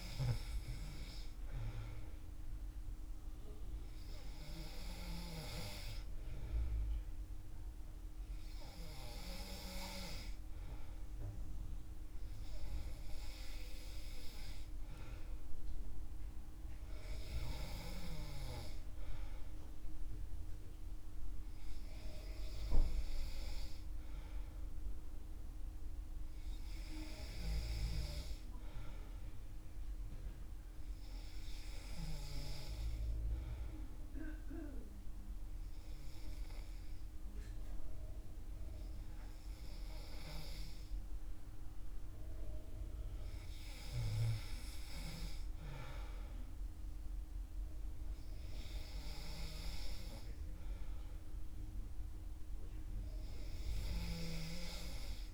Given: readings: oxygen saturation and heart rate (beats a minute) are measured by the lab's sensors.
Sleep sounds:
breathing in sleep by a room microphone; none
none scored
From the record:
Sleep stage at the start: N2 (light sleep); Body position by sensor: on the back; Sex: male

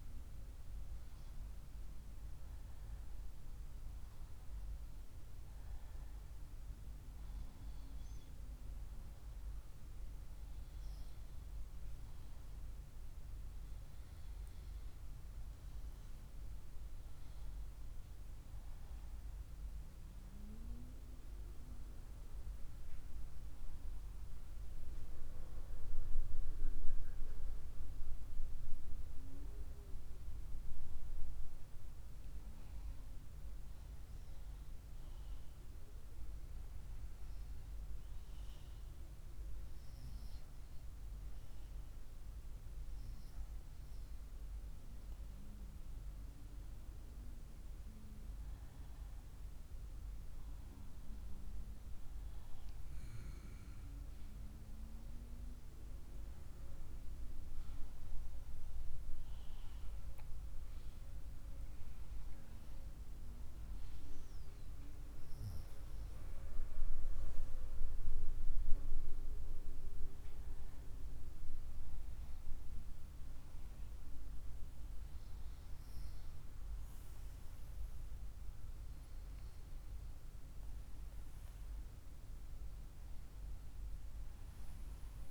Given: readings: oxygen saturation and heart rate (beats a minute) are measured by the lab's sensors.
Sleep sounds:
a person partly awake in a sleep study, hard to hear, by a room microphone; none
61.00-85.31 s: new sleep stage, awake
From the record:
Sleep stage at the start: N1 (lightest sleep); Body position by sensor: on the right side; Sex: female

